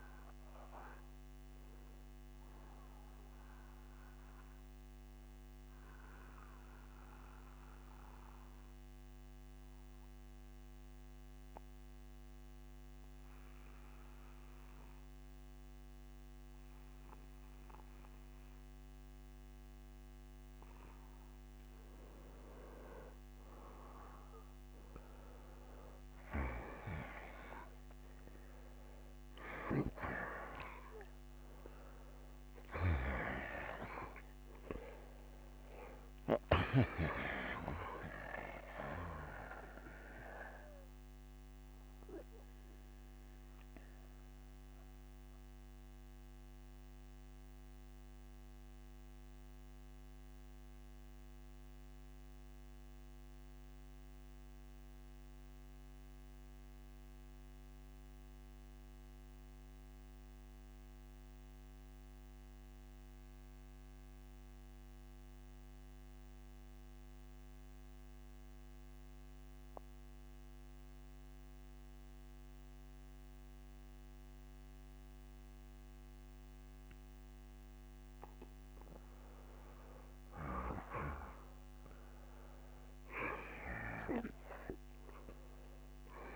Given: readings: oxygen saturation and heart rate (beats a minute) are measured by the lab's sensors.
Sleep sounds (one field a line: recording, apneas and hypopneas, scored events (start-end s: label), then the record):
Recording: breathing in sleep by a microphone on the trachea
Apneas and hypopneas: 2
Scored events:
0.00-9.50 s: oxygen desaturation (device-marked, oxygen 84% lowest, heart rate 63 extreme)
4.00-19.00 s: obstructive apnea (oxygen 94% before, 85% lowest, heart rate 73 before, 63 extreme, up 1 after)
22.00-25.50 s: arousal
30.50-55.50 s: oxygen desaturation (device-marked, oxygen 95% before, 85% lowest, heart rate 64 before, 62 extreme)
41.00-76.50 s: mixed apnea (oxygen 97% before, 86% lowest, heart rate 66 before, 62 extreme, up 2 after)
77.50-81.00 s: arousal
From the record:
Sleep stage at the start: N2 (light sleep)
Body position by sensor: on the back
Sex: male